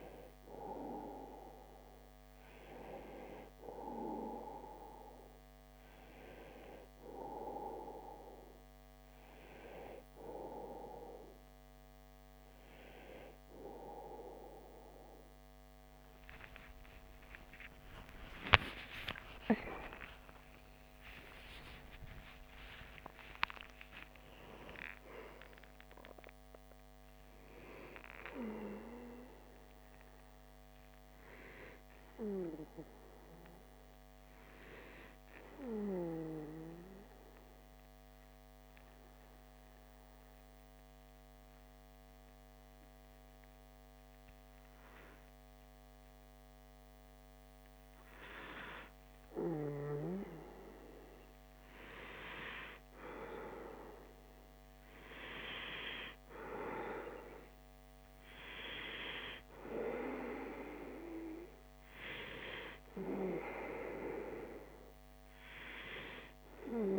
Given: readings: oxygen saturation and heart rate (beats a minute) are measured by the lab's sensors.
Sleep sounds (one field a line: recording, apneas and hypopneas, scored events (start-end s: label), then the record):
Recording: breathing in sleep by a microphone on the trachea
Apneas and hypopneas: 1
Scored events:
15.50-21.50 s: arousal
34.50-46.50 s: obstructive apnea (oxygen 97% before, 93% lowest)
48.00-53.00 s: arousal
55.50-66.98 s: oxygen desaturation (device-marked, oxygen 96% before, 93% lowest)
From the record:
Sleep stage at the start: N2 (light sleep)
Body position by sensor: on the back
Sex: male